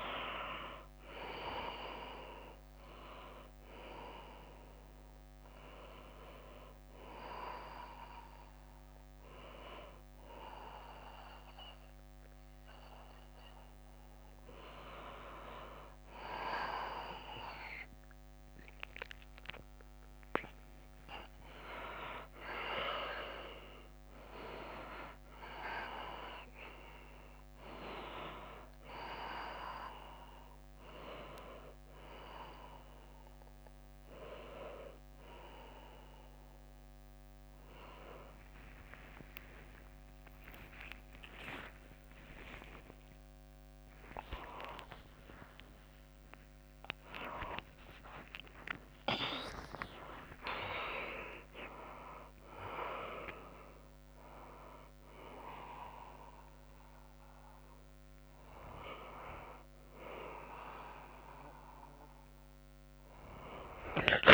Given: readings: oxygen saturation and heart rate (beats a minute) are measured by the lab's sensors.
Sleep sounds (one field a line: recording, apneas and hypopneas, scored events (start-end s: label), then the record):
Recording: breathing in sleep by a microphone on the trachea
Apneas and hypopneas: none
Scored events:
0.00-14.50 s: oxygen desaturation (device-marked, oxygen 85% lowest, heart rate 103 extreme)
0.00-55.50 s: tachycardia (device-marked, heart rate 187 extreme)
2.00-4.00 s: long interval between heartbeats (device-marked, heart rate 138 before, 131 extreme)
4.50-6.50 s: long interval between heartbeats (device-marked, heart rate 139 before, 133 extreme)
7.00-9.00 s: long interval between heartbeats (device-marked, heart rate 140 before, 148 extreme)
16.00-18.00 s: long interval between heartbeats (device-marked, heart rate 144 before, 105 extreme)
18.00-20.00 s: long interval between heartbeats (device-marked, heart rate 137 before, 121 extreme)
20.00-22.00 s: long interval between heartbeats (device-marked, heart rate 133 before, 140 extreme)
20.50-50.50 s: new sleep stage, N1 (lightest sleep)
22.00-24.00 s: long interval between heartbeats (device-marked, heart rate 132 before, 168 extreme)
23.50-33.50 s: oxygen desaturation (device-marked, oxygen 95% before, 91% lowest, heart rate 136 before, 103 extreme)
24.50-26.50 s: long interval between heartbeats (device-marked, heart rate 138 before, 166 extreme)
27.50-29.50 s: long interval between heartbeats (device-marked, heart rate 142 before, 149 extreme)
40.00-42.00 s: long interval between heartbeats (device-marked, heart rate 138 before, 122 extreme)
41.50-57.50 s: drop in pulse transit time (device-marked, heart rate 137 before, 123 extreme)
42.00-44.00 s: long interval between heartbeats (device-marked, heart rate 137 before, 132 extreme)
44.50-46.50 s: long interval between heartbeats (device-marked, heart rate 130 before, 137 extreme)
49.00-51.00 s: long interval between heartbeats (device-marked, heart rate 124 before, 124 extreme)
49.50-62.50 s: oxygen desaturation (device-marked, oxygen 92% before, 89% lowest)
50.50-64.34 s: new sleep stage, awake
51.50-53.50 s: long interval between heartbeats (device-marked, heart rate 123 before, 149 extreme)
55.50-64.34 s: bradycardia (device-marked)
From the record:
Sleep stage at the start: N2 (light sleep)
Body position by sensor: on the left side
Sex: female